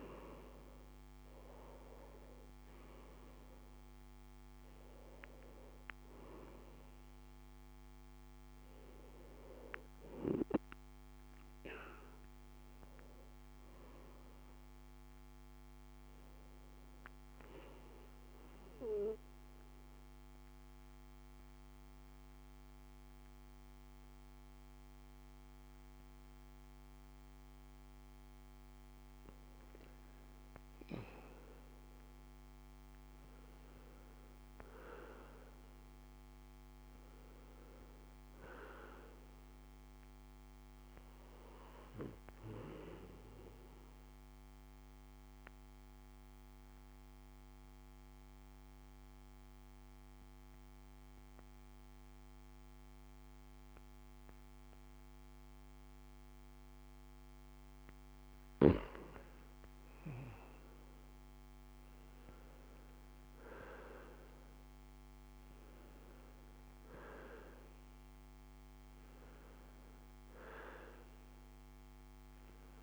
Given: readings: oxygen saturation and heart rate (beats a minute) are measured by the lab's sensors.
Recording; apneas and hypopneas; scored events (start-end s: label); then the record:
breathing in sleep by a microphone on the trachea; 2
0.00-20.00 s: oxygen desaturation (device-marked, oxygen 90% lowest, heart rate 55 extreme)
18.50-29.00 s: obstructive apnea (oxygen 94% before, 92% lowest, heart rate 59 before, 52 extreme, up 5 after)
31.50-35.50 s: arousal
44.00-56.50 s: obstructive apnea (oxygen 96% before, 92% lowest, heart rate 58 before, 53 extreme, up 10 after)
59.50-64.50 s: arousal
65.00-72.83 s: oxygen desaturation (device-marked, oxygen 96% before, 92% lowest, heart rate 57 before, 55 extreme)
From the record:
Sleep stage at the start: N2 (light sleep); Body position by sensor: on the back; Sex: male